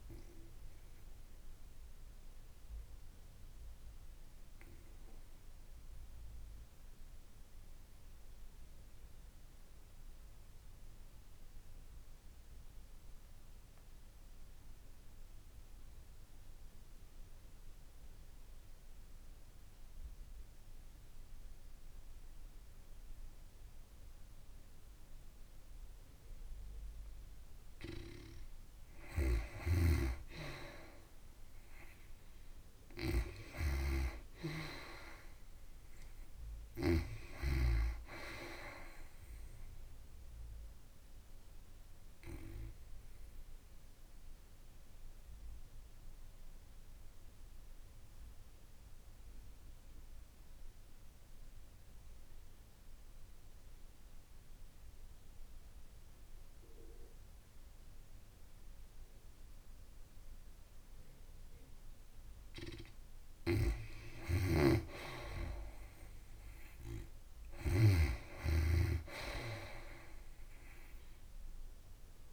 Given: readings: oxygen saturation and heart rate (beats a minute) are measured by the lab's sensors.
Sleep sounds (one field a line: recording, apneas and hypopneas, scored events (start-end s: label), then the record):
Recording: breathing in sleep by a room microphone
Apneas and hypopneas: 2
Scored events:
0.50-27.50 s: obstructive apnea (oxygen 96% before, 85% lowest, heart rate 104 before, 53 extreme, up 14 after)
22.00-41.00 s: oxygen desaturation (device-marked, oxygen 93% before, 86% lowest, heart rate 56 before, 51 extreme)
31.00-35.00 s: arousal
40.50-62.00 s: obstructive apnea (oxygen 93% before, 85% lowest, heart rate 63 before, 51 extreme, up 4 after)
64.00-68.00 s: arousal
67.00-72.33 s: oxygen desaturation (device-marked, oxygen 95% before, 85% lowest, heart rate 55 before, 68 extreme)
From the record:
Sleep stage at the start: N2 (light sleep)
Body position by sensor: on the back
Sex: female